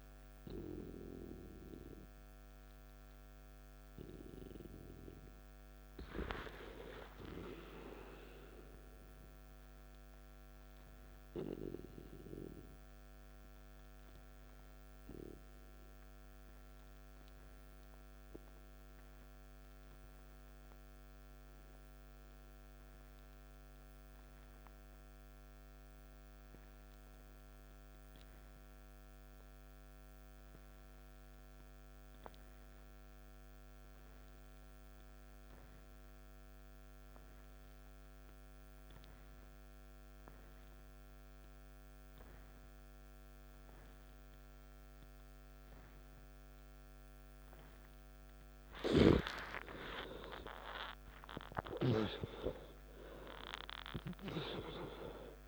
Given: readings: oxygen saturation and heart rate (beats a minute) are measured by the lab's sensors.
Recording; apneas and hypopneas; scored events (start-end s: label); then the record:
breathing in sleep by a microphone on the trachea; 1
0.00-6.00 s: oxygen desaturation (device-marked, oxygen 94% lowest, heart rate 54 extreme)
6.50-10.50 s: arousal
13.50-48.00 s: mixed apnea (oxygen 98% before, 86% lowest, heart rate 58 before, 53 extreme, up 14 after)
34.00-55.48 s: oxygen desaturation (device-marked, oxygen 96% before, 86% lowest, heart rate 56 before, 54 extreme)
49.50-53.50 s: arousal
From the record:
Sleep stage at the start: N2 (light sleep); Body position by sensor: on the back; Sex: male